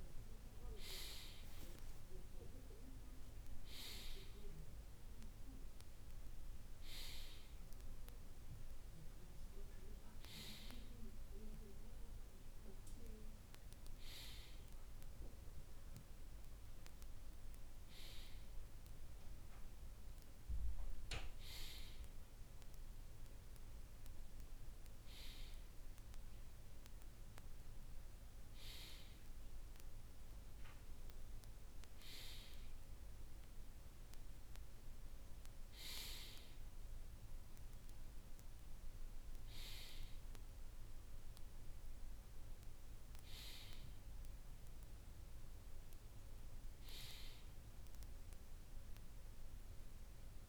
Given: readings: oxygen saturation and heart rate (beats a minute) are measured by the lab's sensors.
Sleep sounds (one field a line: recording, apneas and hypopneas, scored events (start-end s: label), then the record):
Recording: breathing in sleep by a room microphone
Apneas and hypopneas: none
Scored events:
none scored
From the record:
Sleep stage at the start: N2 (light sleep)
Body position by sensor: on the right side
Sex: male